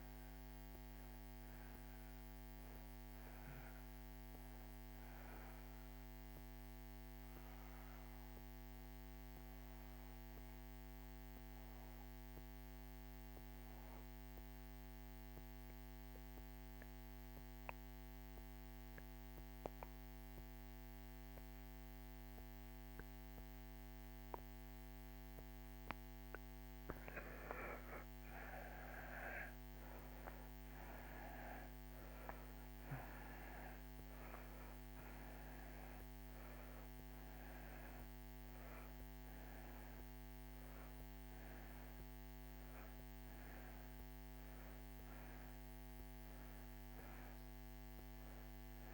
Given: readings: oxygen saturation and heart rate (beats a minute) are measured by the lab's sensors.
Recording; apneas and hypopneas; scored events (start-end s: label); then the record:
breathing in sleep, hard to hear, by a microphone on the trachea; 1
0.00-2.50 s: oxygen desaturation (device-marked, oxygen 84% lowest)
7.50-26.00 s: obstructive apnea (oxygen 97% before, 78% lowest)
25.50-48.94 s: oxygen desaturation (device-marked, oxygen 96% before, 78% lowest)
47.50-48.94 s: new sleep stage, awake
From the record:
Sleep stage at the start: N1 (lightest sleep); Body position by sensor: on the back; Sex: male